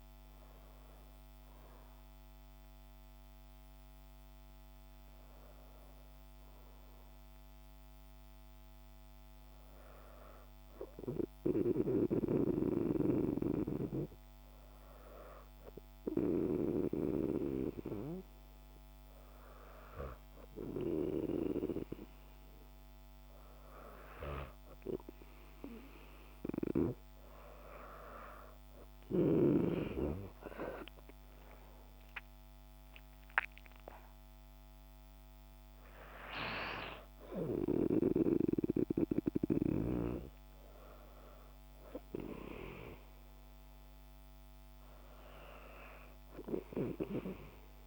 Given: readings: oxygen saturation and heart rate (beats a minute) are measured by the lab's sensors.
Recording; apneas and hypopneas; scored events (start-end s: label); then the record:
breathing in sleep by a microphone on the trachea; 1
15.50-26.00 s: hypopnea (oxygen 97% before, 93% lowest, heart rate 64 before, 56 extreme, up 7 after)
29.50-34.50 s: arousal
33.50-47.87 s: oxygen desaturation (device-marked, oxygen 97% before, 93% lowest, heart rate 60 before, 56 extreme)
From the record:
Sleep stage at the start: N2 (light sleep); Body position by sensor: on the back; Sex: female